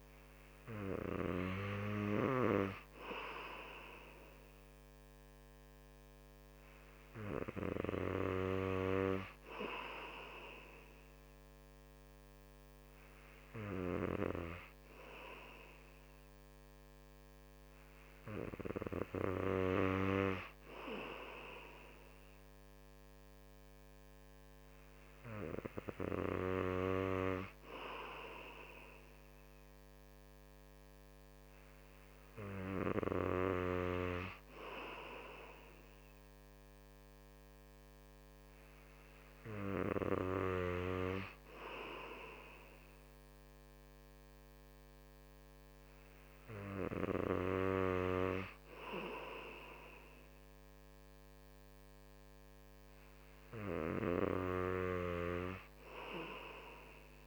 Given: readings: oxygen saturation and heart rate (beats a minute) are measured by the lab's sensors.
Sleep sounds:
breathing in sleep by a microphone on the trachea; none
none scored
From the record:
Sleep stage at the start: N2 (light sleep); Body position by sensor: on the right side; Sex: male

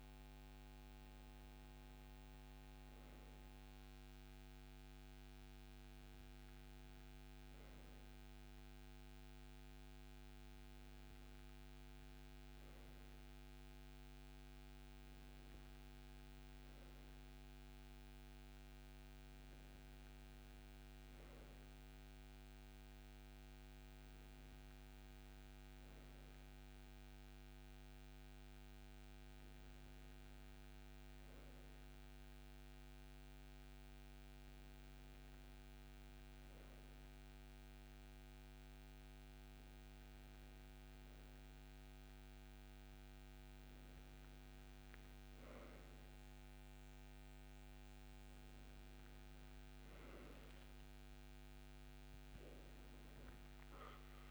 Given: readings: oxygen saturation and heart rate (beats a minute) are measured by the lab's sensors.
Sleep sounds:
breathing in sleep, hard to hear, by a microphone on the trachea; none
none scored
From the record:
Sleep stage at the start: N2 (light sleep); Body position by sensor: on the right side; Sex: male

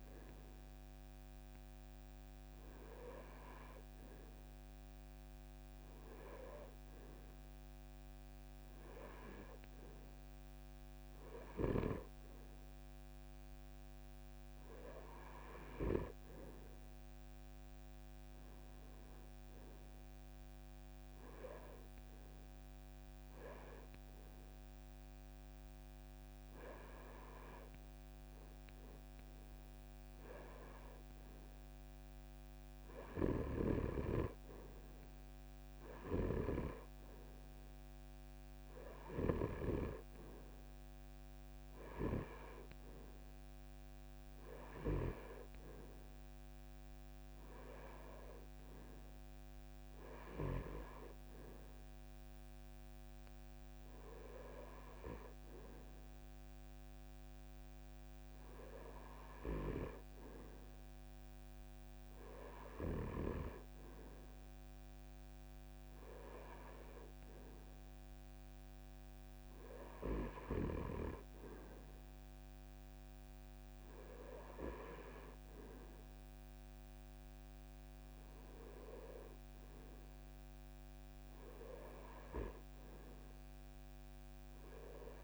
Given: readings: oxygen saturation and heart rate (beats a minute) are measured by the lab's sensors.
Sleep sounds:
breathing in sleep by a microphone on the trachea; none
none scored
From the record:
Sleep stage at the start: REM sleep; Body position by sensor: on the front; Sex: male

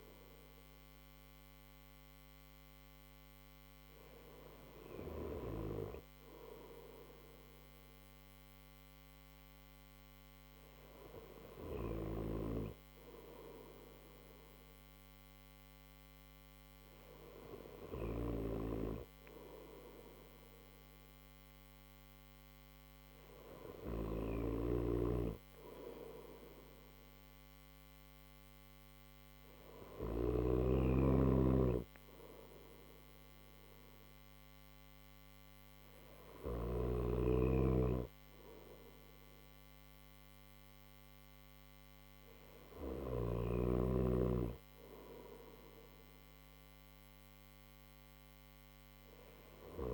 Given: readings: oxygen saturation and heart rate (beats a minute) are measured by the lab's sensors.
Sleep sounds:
breathing in sleep by a microphone on the trachea; none
23.50-29.50 s: snoring (device-marked)
From the record:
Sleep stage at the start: N3 (deep sleep); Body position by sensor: on the right side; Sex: male

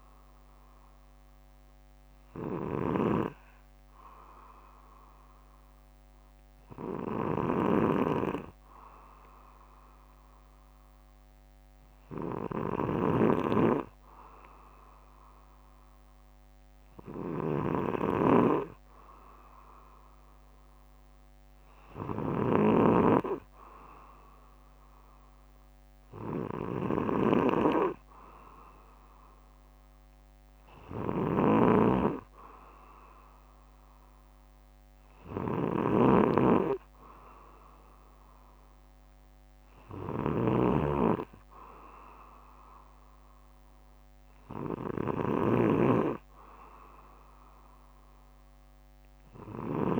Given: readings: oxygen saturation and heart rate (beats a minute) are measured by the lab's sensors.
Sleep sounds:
breathing in sleep by a microphone on the trachea; none
0.00-13.50 s: snoring (device-marked)
31.00-49.99 s: snoring (device-marked)
From the record:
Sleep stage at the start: N2 (light sleep); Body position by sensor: on the back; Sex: male

